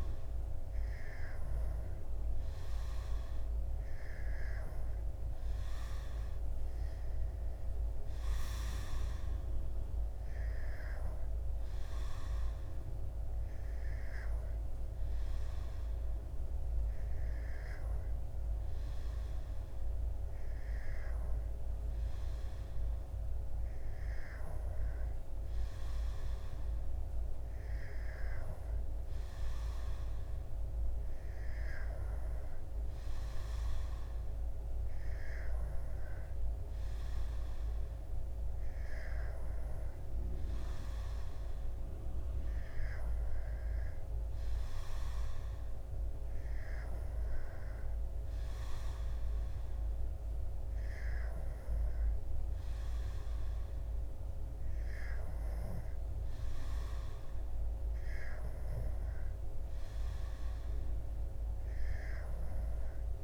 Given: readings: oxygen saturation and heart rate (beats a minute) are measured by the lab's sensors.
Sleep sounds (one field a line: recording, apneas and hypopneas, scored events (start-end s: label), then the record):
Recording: breathing in sleep, hard to hear, by a room microphone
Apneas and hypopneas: none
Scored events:
none scored
From the record:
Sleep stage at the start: N2 (light sleep)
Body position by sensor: on the back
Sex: male